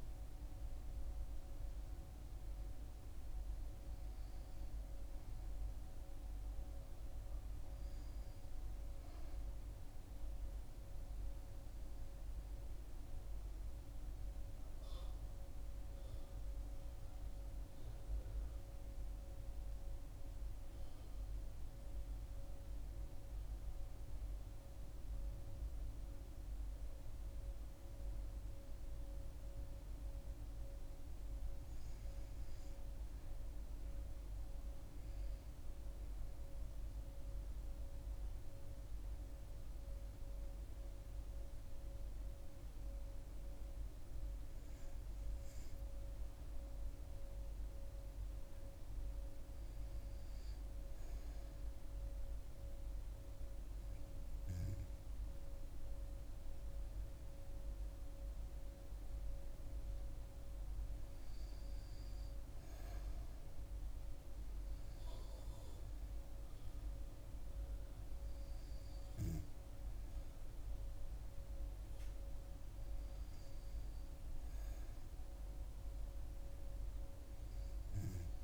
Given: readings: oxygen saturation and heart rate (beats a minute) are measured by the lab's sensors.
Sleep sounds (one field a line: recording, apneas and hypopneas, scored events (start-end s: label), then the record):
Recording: breathing in sleep, hard to hear, by a room microphone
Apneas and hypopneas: none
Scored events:
0.50-78.44 s: new sleep stage, N2 (light sleep)
17.50-21.50 s: arousal
From the record:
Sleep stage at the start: N1 (lightest sleep)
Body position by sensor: on the back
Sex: female